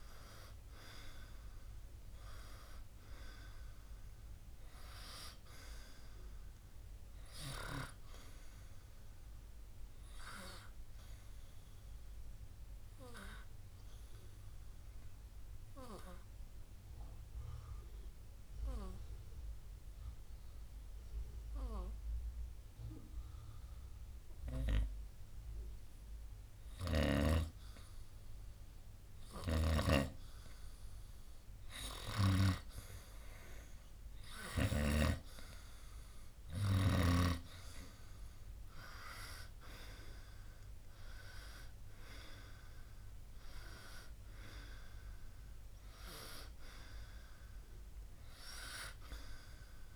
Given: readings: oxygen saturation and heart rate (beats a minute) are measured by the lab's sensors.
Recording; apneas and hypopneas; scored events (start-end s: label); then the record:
breathing in sleep by a room microphone; 1
0.00-14.50 s: oxygen desaturation (device-marked, oxygen 91% lowest, heart rate 55 extreme)
9.50-30.50 s: obstructive apnea (oxygen 97% before, 91% lowest, heart rate 67 before, 55 extreme, up 3 after)
29.00-35.00 s: snoring (device-marked)
34.50-38.00 s: arousal
43.50-49.96 s: oxygen desaturation (device-marked, oxygen 96% before, 91% lowest, heart rate 61 before, 54 extreme)
From the record:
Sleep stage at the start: N2 (light sleep); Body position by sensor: on the right side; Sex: male